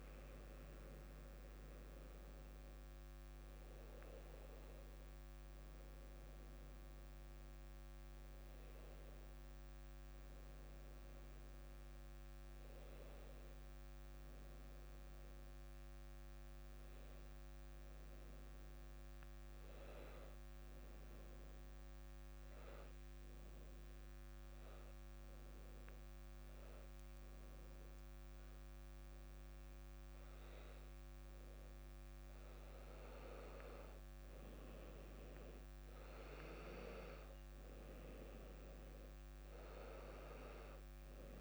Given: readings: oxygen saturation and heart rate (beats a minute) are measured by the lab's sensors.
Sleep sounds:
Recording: breathing in sleep by a microphone on the trachea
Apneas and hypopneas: 1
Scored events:
2.00-15.00 s: drop in pulse transit time (device-marked, heart rate 62 before, 61 extreme)
22.00-34.00 s: hypopnea (oxygen 97% before, 96% lowest, heart rate 63 before, 63 extreme, up 3 after)
36.50-41.00 s: arousal
From the record:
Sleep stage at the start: N2 (light sleep)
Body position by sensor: on the back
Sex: female

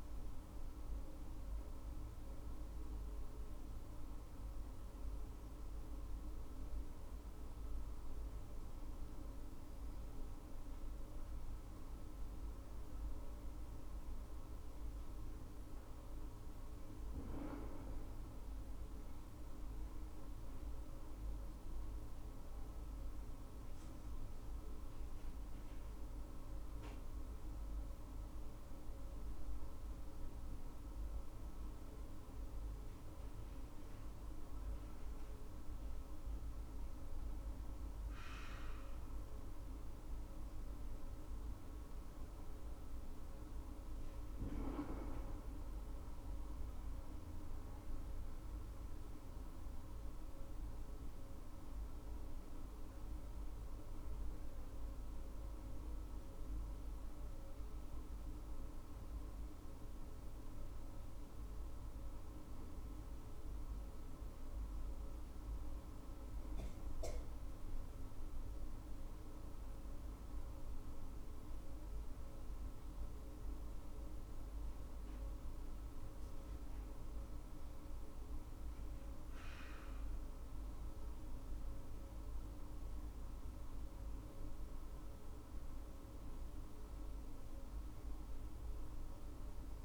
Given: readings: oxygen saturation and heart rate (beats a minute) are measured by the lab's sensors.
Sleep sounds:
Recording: breathing in sleep, hard to hear, by a room microphone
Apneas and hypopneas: 1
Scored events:
4.00-15.50 s: hypopnea (oxygen 99% before, 97% lowest, heart rate 58 before, 52 extreme, up 14 after)
17.00-22.50 s: arousal
67.00-72.00 s: arousal
From the record:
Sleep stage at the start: N2 (light sleep)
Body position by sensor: on the left side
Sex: female

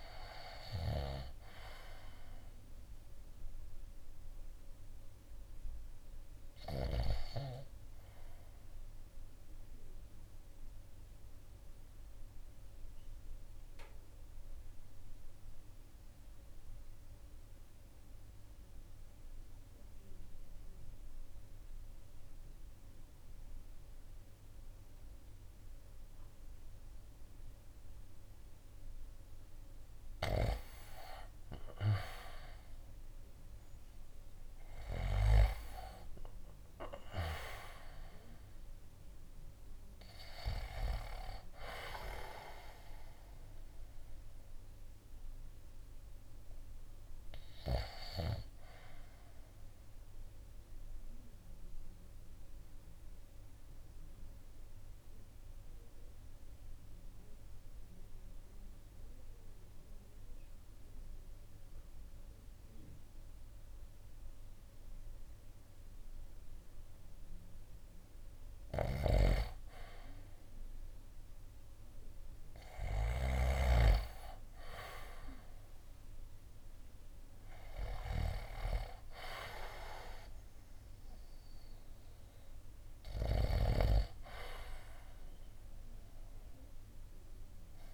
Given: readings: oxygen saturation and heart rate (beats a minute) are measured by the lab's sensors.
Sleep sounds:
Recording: breathing in sleep by a room microphone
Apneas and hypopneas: 2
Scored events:
0.00-8.00 s: drop in pulse transit time (device-marked, heart rate 57 extreme)
0.00-23.00 s: oxygen desaturation (device-marked, oxygen 80% lowest, heart rate 52 extreme)
8.00-29.00 s: obstructive apnea (oxygen 96% before, 80% lowest, heart rate 64 before, 52 extreme, up 7 after)
31.50-36.50 s: arousal
36.00-63.00 s: oxygen desaturation (device-marked, oxygen 97% before, 83% lowest, heart rate 54 before, 52 extreme)
49.00-68.50 s: obstructive apnea (oxygen 98% before, 83% lowest, heart rate 58 before, 52 extreme, up 8 after)
68.50-73.50 s: snoring (device-marked)
70.00-74.00 s: arousal
83.00-87.94 s: oxygen desaturation (device-marked, oxygen 97% before, 86% lowest, heart rate 58 before, 52 extreme)
83.00-87.94 s: snoring (device-marked)
From the record:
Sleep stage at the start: REM sleep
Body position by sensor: on the right side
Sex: male

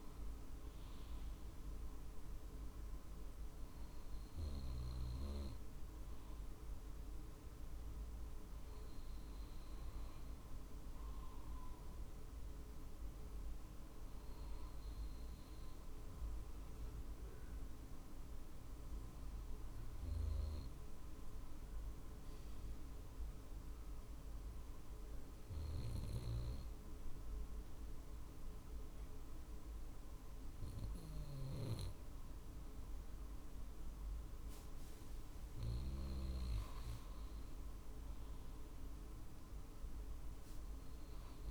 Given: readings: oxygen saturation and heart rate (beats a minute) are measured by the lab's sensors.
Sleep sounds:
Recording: breathing in sleep, hard to hear, by a room microphone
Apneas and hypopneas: 1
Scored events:
0.00-4.50 s: arousal
20.50-35.50 s: obstructive apnea (oxygen 96% before, 95% lowest, heart rate 51 before, 48 extreme, up 3 after)
38.50-41.50 s: arousal
40.50-41.50 s: drop in pulse transit time (device-marked, heart rate 49 before, 48 extreme)
From the record:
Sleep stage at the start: N2 (light sleep)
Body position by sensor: on the right side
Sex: male

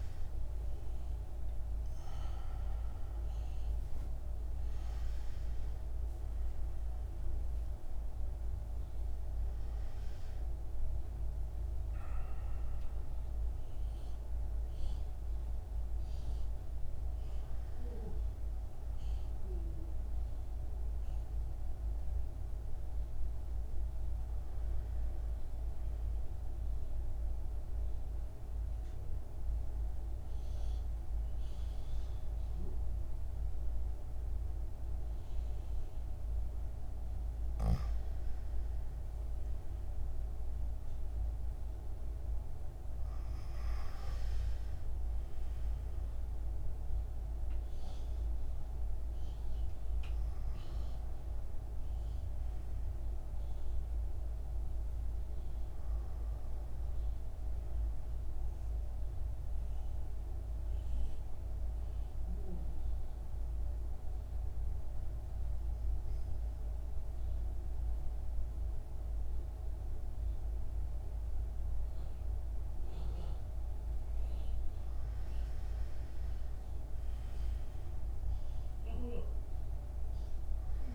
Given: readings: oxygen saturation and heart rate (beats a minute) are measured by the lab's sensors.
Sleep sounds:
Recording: a person partly awake in a sleep study, hard to hear, by a room microphone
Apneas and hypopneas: 2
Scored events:
0.00-16.00 s: oxygen desaturation (device-marked, oxygen 85% lowest, heart rate 53 extreme)
18.00-48.00 s: new sleep stage, N1 (lightest sleep)
27.00-37.00 s: central apnea (oxygen 99% before, 90% lowest, heart rate 70 before, 53 extreme, up 7 after)
39.00-42.00 s: arousal
48.00-60.00 s: oxygen desaturation (device-marked, oxygen 96% before, 91% lowest, heart rate 58 before, 54 extreme)
48.00-80.95 s: new sleep stage, N2 (light sleep)
59.00-73.50 s: obstructive apnea (oxygen 98% before, 90% lowest, heart rate 60 before, 52 extreme, up 6 after)
75.00-78.50 s: arousal
78.00-80.95 s: oxygen desaturation (device-marked, oxygen 97% before, 90% lowest, heart rate 58 before, 52 extreme)
From the record:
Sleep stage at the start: awake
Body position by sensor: on the back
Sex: male

